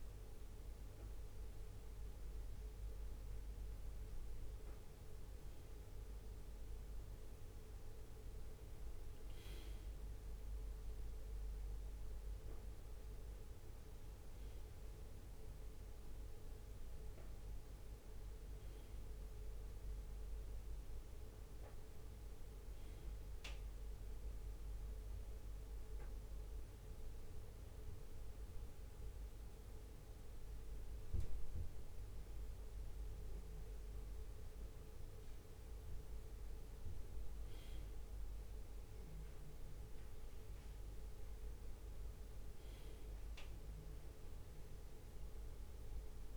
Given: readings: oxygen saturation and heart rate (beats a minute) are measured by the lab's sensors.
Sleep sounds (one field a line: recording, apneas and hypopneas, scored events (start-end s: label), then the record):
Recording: a person awake in a sleep study, hard to hear, by a room microphone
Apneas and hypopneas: none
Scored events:
none scored
From the record:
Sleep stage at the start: awake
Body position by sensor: on the left side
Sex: male